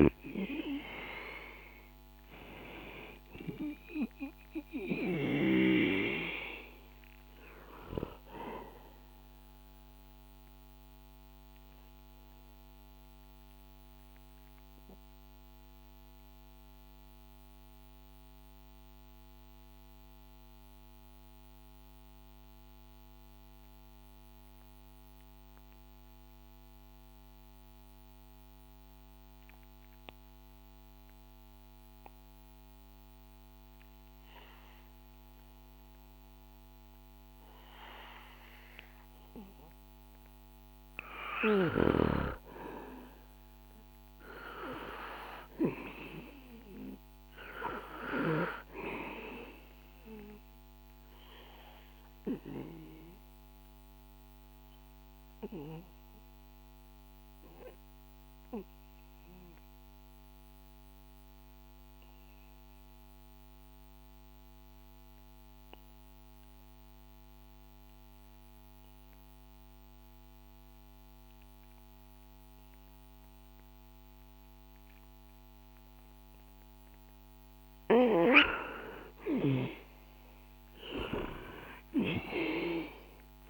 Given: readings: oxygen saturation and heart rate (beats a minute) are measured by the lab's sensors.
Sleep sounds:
breathing in sleep by a microphone on the trachea; 2
0.00-2.00 s: arousal
0.00-26.00 s: oxygen desaturation (device-marked, oxygen 89% lowest, heart rate 58 extreme)
11.50-39.50 s: mixed apnea (oxygen 98% before, 89% lowest, heart rate 64 before, 58 extreme, up 4 after)
43.50-47.00 s: arousal
44.00-69.00 s: oxygen desaturation (device-marked, oxygen 98% before, 92% lowest, heart rate 63 before, 61 extreme)
53.00-77.00 s: obstructive apnea (oxygen 98% before, 89% lowest, heart rate 64 before, 59 extreme, up 6 after)
74.00-83.50 s: oxygen desaturation (device-marked, oxygen 97% before, 89% lowest, heart rate 62 before, 58 extreme)
81.50-83.50 s: arousal
From the record:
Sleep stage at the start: N2 (light sleep); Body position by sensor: on the back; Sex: male

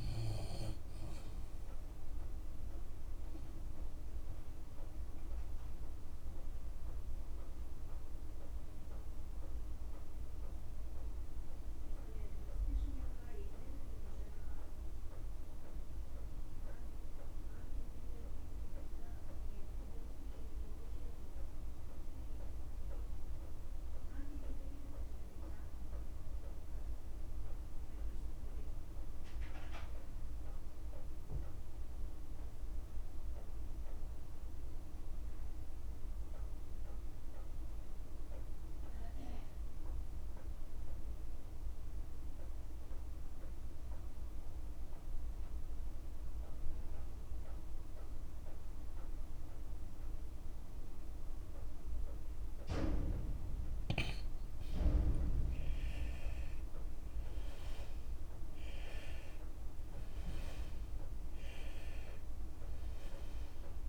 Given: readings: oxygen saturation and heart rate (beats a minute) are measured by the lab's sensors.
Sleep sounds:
breathing in sleep by a room microphone; 1
0.00-23.50 s: oxygen desaturation (device-marked, oxygen 88% lowest, heart rate 48 extreme)
3.00-5.00 s: long interval between heartbeats (device-marked, heart rate 56 before, 72 extreme)
6.50-54.00 s: obstructive apnea (oxygen 98% before, 81% lowest, heart rate 59 before, 48 extreme, up 35 after)
37.50-63.89 s: oxygen desaturation (device-marked, oxygen 97% before, 81% lowest, heart rate 50 before, 51 extreme)
53.50-55.50 s: long interval between heartbeats (device-marked, heart rate 52 before, 65 extreme)
56.00-60.50 s: arousal
From the record:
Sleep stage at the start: N2 (light sleep); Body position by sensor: on the left side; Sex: male

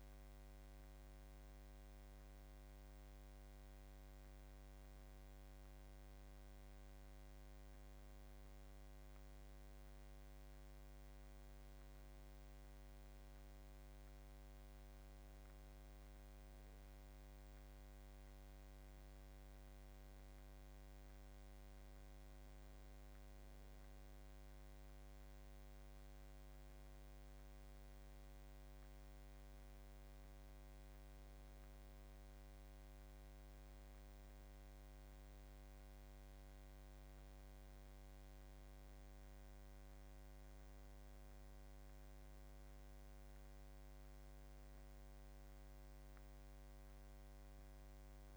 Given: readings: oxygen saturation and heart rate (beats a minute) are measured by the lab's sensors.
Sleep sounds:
breathing in sleep, hard to hear, by a microphone on the trachea; none
none scored
From the record:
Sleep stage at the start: N1 (lightest sleep); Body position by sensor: on the back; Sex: male

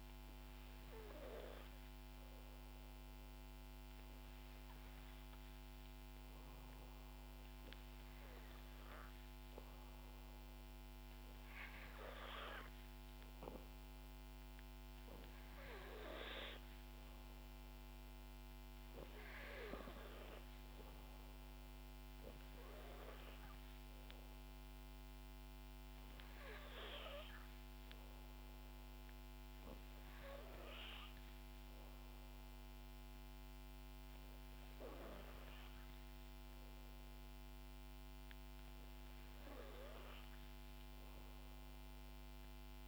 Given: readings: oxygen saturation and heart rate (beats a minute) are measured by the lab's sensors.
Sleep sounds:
breathing in sleep by a microphone on the trachea; none
none scored
From the record:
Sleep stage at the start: N2 (light sleep); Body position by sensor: on the back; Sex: female

